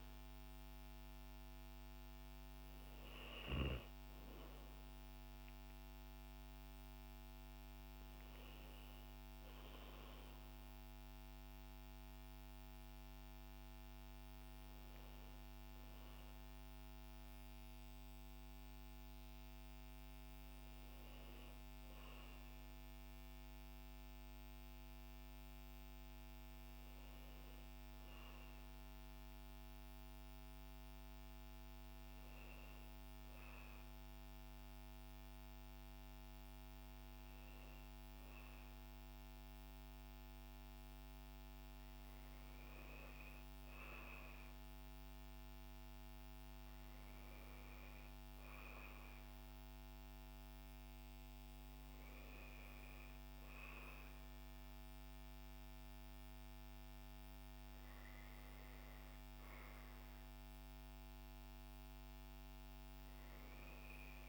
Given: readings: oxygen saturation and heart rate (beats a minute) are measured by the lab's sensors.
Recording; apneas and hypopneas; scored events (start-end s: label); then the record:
breathing in sleep, hard to hear, by a microphone on the trachea; none
none scored
From the record:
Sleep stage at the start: N2 (light sleep); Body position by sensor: on the back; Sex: female